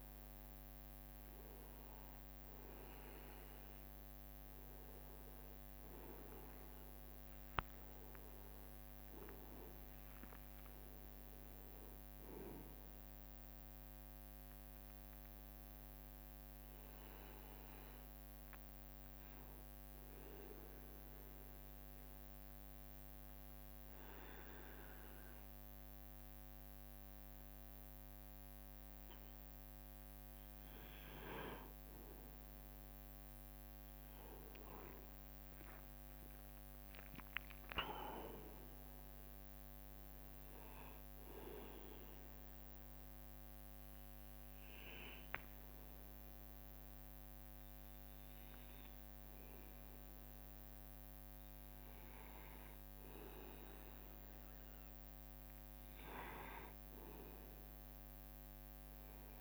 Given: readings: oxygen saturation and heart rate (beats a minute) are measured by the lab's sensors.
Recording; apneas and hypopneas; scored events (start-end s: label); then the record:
breathing in sleep by a microphone on the trachea; 2
7.50-12.50 s: arousal
7.50-14.50 s: leg movement (device-marked)
22.00-32.00 s: obstructive apnea (oxygen 94% before, 91% lowest, heart rate 70 before, 65 extreme, up 5 after)
22.00-59.41 s: new sleep stage, N2 (light sleep)
34.50-39.50 s: arousal
43.00-54.00 s: oxygen desaturation (device-marked, oxygen 95% before, 91% lowest, heart rate 69 before, 65 extreme)
43.00-54.50 s: hypopnea (oxygen 95% before, 91% lowest, heart rate 69 before, 65 extreme, up 4 after)
From the record:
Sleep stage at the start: N1 (lightest sleep); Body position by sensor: on the right side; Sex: male